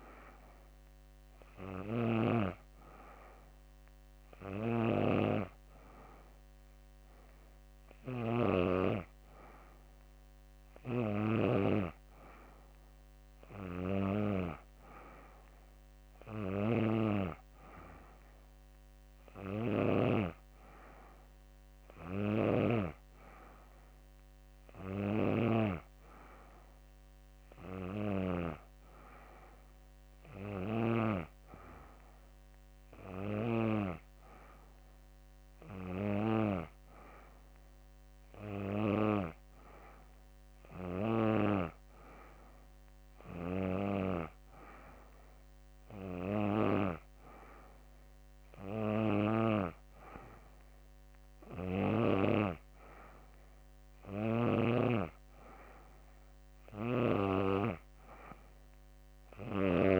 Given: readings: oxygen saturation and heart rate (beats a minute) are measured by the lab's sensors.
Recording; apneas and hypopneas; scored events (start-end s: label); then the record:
breathing in sleep by a microphone on the trachea; none
none scored
From the record:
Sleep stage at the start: N3 (deep sleep); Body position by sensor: on the back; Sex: female